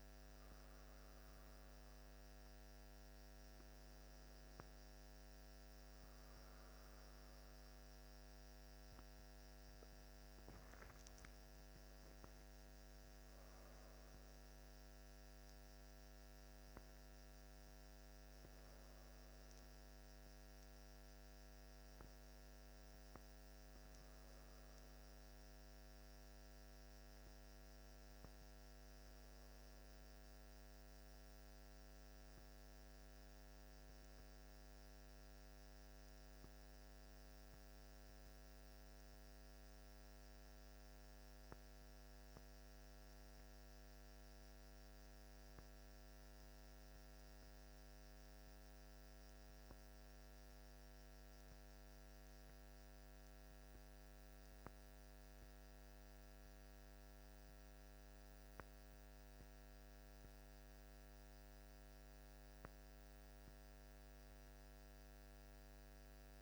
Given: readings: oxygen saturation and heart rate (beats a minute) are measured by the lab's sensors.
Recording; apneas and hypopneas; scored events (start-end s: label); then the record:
breathing in sleep, hard to hear, by a microphone on the trachea; none
10.00-13.50 s: arousal
From the record:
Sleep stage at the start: N1 (lightest sleep); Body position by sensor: on the back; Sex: male